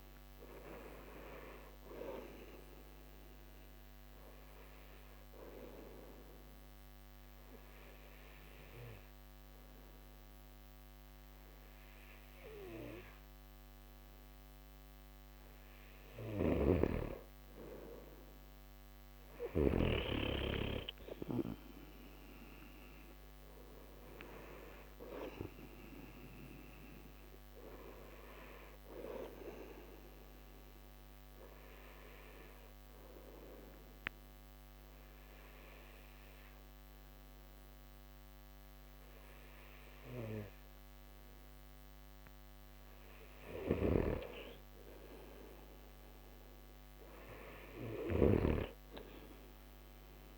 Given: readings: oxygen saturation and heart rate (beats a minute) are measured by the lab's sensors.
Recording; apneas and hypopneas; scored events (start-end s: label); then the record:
breathing in sleep by a microphone on the trachea; 2
3.50-15.50 s: obstructive apnea (oxygen 96% before, 92% lowest)
16.00-20.00 s: snoring (device-marked)
17.50-21.50 s: arousal
31.00-43.50 s: obstructive apnea (oxygen 95% before, 92% lowest)
43.50-48.50 s: snoring (device-marked)
46.00-49.50 s: arousal
From the record:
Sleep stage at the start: N2 (light sleep); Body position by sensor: on the back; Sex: male